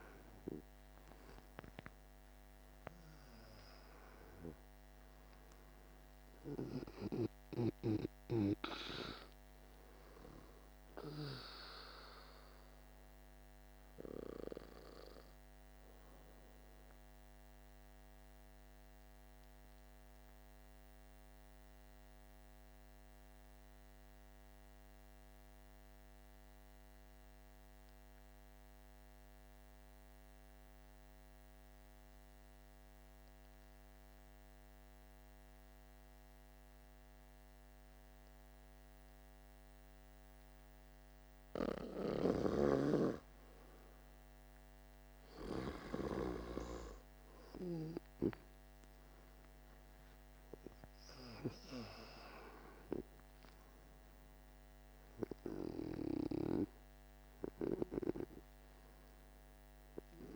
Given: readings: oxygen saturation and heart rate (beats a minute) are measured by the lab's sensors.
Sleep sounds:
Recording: breathing in sleep by a microphone on the trachea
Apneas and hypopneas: 1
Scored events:
0.00-23.00 s: oxygen desaturation (device-marked, oxygen 89% lowest, heart rate 47 extreme)
18.00-40.50 s: obstructive apnea (oxygen 99% before, 89% lowest, heart rate 53 before, 48 extreme, up 7 after)
40.00-60.36 s: oxygen desaturation (device-marked, oxygen 99% before, 89% lowest, heart rate 49 before, 48 extreme)
41.50-46.00 s: snoring (device-marked)
43.50-47.00 s: arousal
From the record:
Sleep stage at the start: N2 (light sleep)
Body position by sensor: on the back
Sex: male

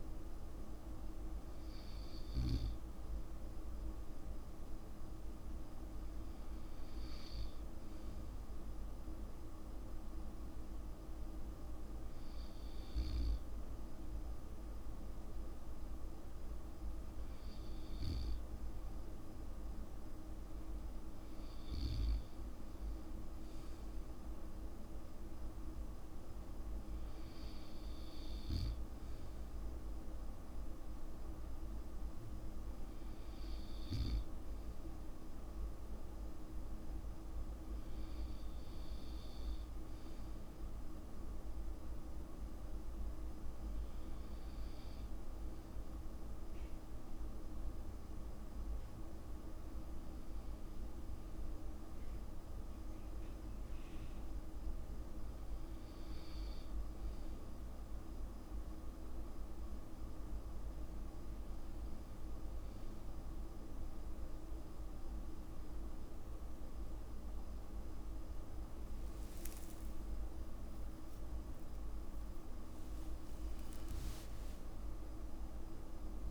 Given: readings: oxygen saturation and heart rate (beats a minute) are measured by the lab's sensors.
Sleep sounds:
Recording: breathing in sleep, hard to hear, by a room microphone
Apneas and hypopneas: none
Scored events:
70.00-74.00 s: arousal
71.00-73.00 s: long interval between heartbeats (device-marked, heart rate 56 before, 80 extreme)
71.00-73.00 s: tachycardia (device-marked, heart rate 59 before, 81 extreme)
73.00-75.00 s: long interval between heartbeats (device-marked, heart rate 58 before, 91 extreme)
From the record:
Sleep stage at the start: N2 (light sleep)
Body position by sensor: on the back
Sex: male

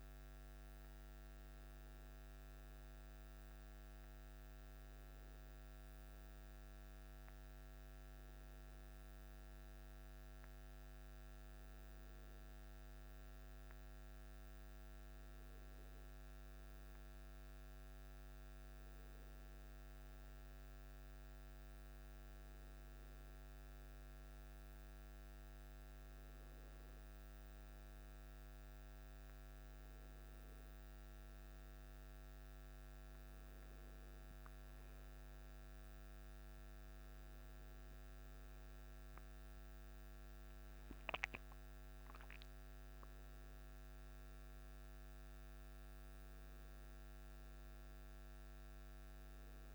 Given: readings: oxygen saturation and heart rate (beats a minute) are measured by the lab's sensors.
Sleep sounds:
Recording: a person awake in a sleep study, hard to hear, by a microphone on the trachea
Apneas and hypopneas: none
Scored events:
none scored
From the record:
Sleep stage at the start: awake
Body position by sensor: on the back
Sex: male

